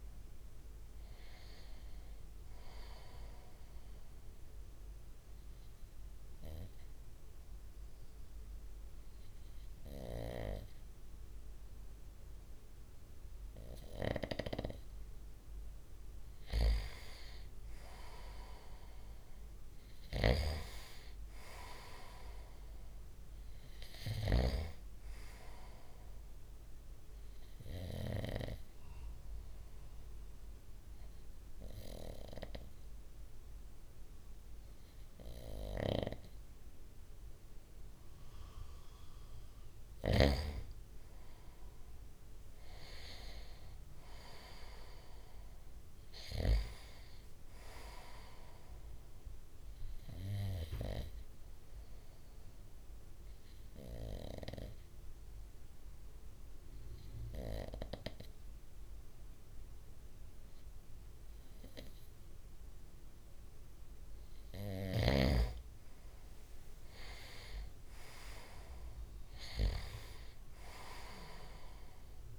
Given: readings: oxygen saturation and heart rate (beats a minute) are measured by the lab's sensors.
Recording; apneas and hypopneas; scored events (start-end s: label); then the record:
breathing in sleep by a room microphone; 3
0.00-1.50 s: arousal
4.00-15.00 s: obstructive apnea (oxygen 96% before, 94% lowest, heart rate 61 before, 58 extreme, up 7 after)
17.50-21.50 s: arousal
26.50-38.50 s: obstructive apnea (oxygen 96% before, 94% lowest, heart rate 61 before, 60 extreme, up 2 after)
40.00-44.00 s: arousal
50.00-63.50 s: obstructive apnea (oxygen 96% before, 94% lowest, heart rate 61 before, 58 extreme, up 5 after)
66.00-70.00 s: arousal
From the record:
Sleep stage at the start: N2 (light sleep); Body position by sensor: on the front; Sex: male